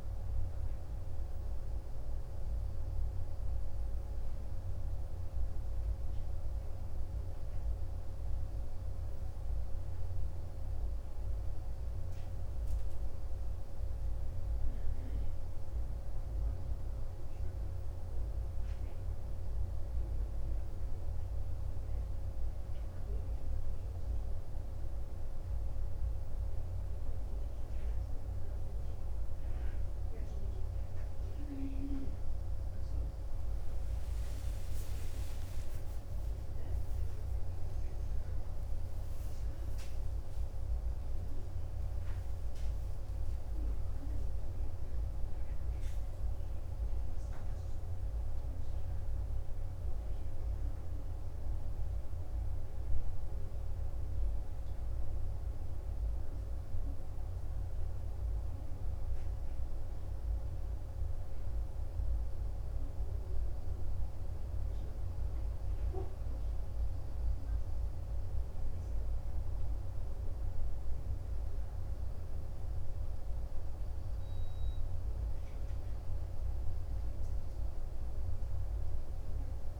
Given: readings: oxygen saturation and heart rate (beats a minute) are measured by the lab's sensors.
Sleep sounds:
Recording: breathing in sleep, hard to hear, by a room microphone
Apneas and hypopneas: none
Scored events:
34.50-39.00 s: arousal
From the record:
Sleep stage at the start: N2 (light sleep)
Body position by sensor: on the back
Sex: male

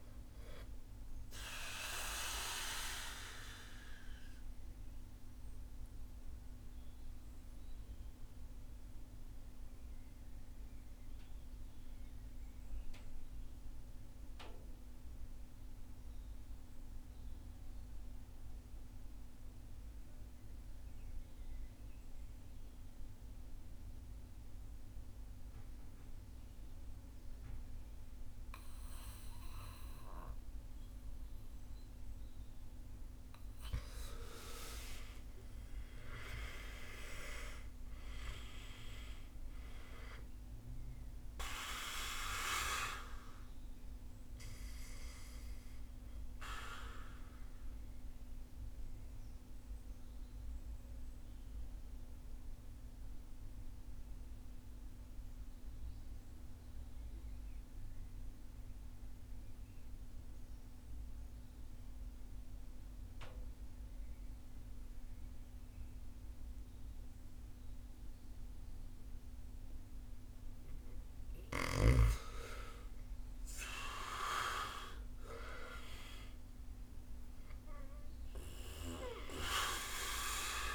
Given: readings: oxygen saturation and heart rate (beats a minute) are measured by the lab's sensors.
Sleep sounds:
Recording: breathing in sleep by a room microphone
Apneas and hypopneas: 2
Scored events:
0.00-23.00 s: oxygen desaturation (device-marked, oxygen 79% lowest, heart rate 50 extreme)
2.50-32.50 s: obstructive apnea (oxygen 99% before, 79% lowest, heart rate 65 before, 50 extreme, up 16 after)
29.00-66.00 s: oxygen desaturation (device-marked, oxygen 99% before, 79% lowest, heart rate 53 before, 53 extreme)
33.50-39.00 s: arousal
46.00-70.50 s: mixed apnea (oxygen 99% before, 79% lowest, heart rate 64 before, 52 extreme, up 16 after)
71.50-76.00 s: arousal
From the record:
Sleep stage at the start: REM sleep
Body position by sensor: on the right side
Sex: male

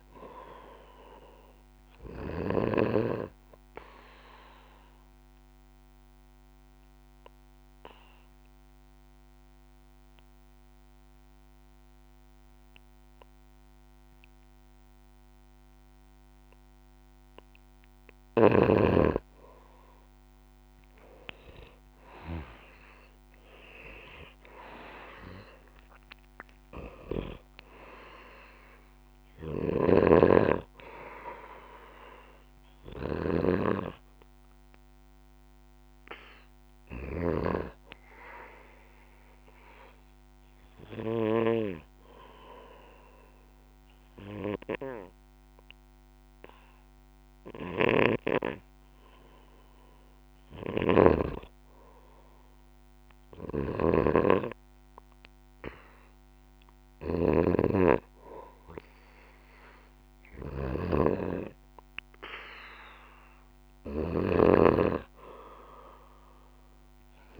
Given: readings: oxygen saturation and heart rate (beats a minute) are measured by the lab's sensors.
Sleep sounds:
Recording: breathing in sleep by a microphone on the trachea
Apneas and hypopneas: 2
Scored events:
0.00-2.50 s: snoring (device-marked)
4.00-17.50 s: obstructive apnea (oxygen 97% before, 91% lowest, heart rate 60 before, 54 extreme, up 9 after)
22.00-27.00 s: arousal
26.00-32.00 s: oxygen desaturation (device-marked, oxygen 95% before, 92% lowest, heart rate 63 before, 54 extreme)
29.50-37.50 s: snoring (device-marked)
38.50-50.50 s: hypopnea (oxygen 95% before, 91% lowest, heart rate 66 before, 56 extreme, up 9 after)
50.50-67.40 s: snoring (device-marked)
52.50-56.50 s: arousal
From the record:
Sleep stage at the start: N2 (light sleep)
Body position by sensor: on the back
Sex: male

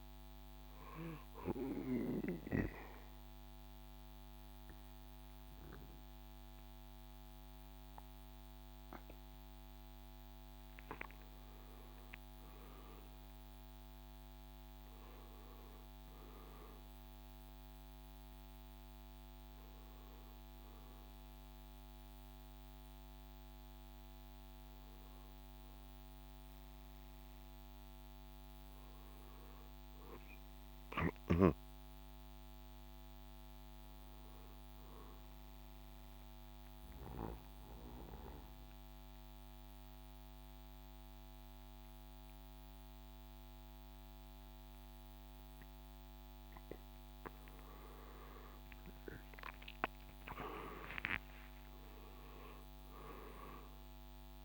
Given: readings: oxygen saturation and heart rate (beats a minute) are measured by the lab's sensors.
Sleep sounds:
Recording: breathing in sleep by a microphone on the trachea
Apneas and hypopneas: 2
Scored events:
0.00-13.50 s: oxygen desaturation (device-marked, oxygen 88% lowest, heart rate 66 extreme)
1.00-11.00 s: obstructive apnea (oxygen 96% before, 87% lowest, heart rate 71 before, 66 extreme, up 5 after)
11.00-15.00 s: arousal
25.50-32.50 s: oxygen desaturation (device-marked, oxygen 96% before, 91% lowest, heart rate 68 before, 67 extreme)
35.50-48.00 s: obstructive apnea (oxygen 96% before, 87% lowest, heart rate 71 before, 67 extreme, up 10 after)
49.50-54.45 s: new sleep stage, N1 (lightest sleep)
50.00-54.45 s: arousal
50.50-54.45 s: drop in pulse transit time (device-marked, heart rate 70 before, 73 extreme)
From the record:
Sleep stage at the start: N2 (light sleep)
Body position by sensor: on the back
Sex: male

